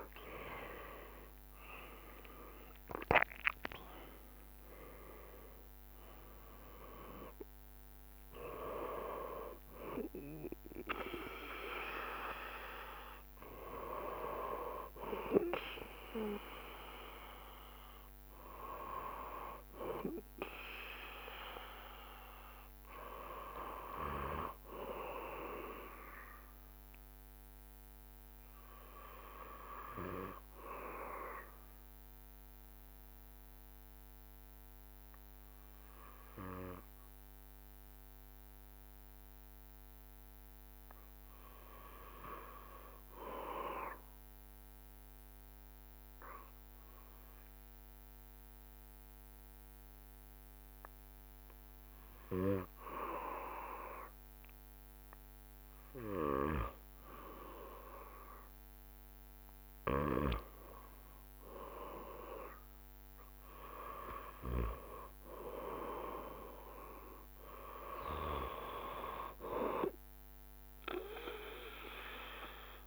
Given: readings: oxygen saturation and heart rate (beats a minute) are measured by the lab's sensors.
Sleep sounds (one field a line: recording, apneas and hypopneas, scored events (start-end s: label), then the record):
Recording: breathing in sleep by a microphone on the trachea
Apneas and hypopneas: 1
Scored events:
0.00-2.50 s: arousal
0.00-25.50 s: oxygen desaturation (device-marked, oxygen 77% lowest, heart rate 66 extreme)
0.50-15.50 s: drop in pulse transit time (device-marked, heart rate 71 before, 78 extreme)
25.50-28.50 s: arousal
30.50-55.00 s: obstructive apnea (oxygen 98% before, 94% lowest, heart rate 78 before, 70 extreme, up 0 after)
57.50-60.50 s: arousal
From the record:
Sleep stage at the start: N2 (light sleep)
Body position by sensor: on the back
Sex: male